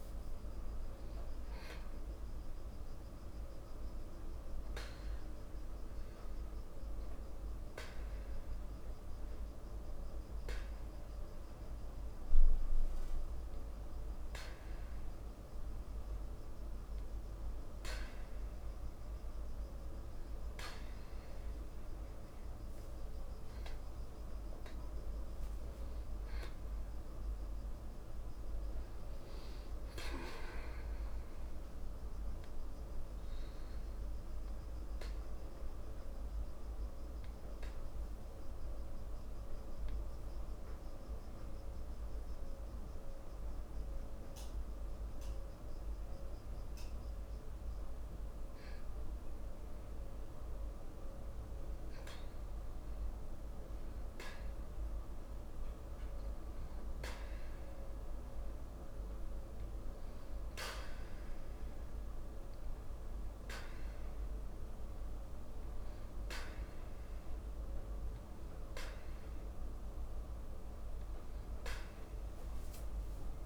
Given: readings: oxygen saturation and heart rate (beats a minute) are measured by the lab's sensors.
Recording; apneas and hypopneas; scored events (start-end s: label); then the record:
breathing in sleep, hard to hear, by a room microphone; 2
3.50-16.50 s: hypopnea (oxygen 94% before, 89% lowest, heart rate 79 before, 54 extreme, up 25 after)
20.50-25.50 s: arousal
32.50-49.50 s: obstructive apnea (oxygen 95% before, 89% lowest, heart rate 68 before, 55 extreme, up 0 after)
52.00-56.00 s: arousal
57.00-73.46 s: oxygen desaturation (device-marked, oxygen 96% before, 89% lowest, heart rate 55 before, 54 extreme)
From the record:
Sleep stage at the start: N2 (light sleep); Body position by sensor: on the back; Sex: male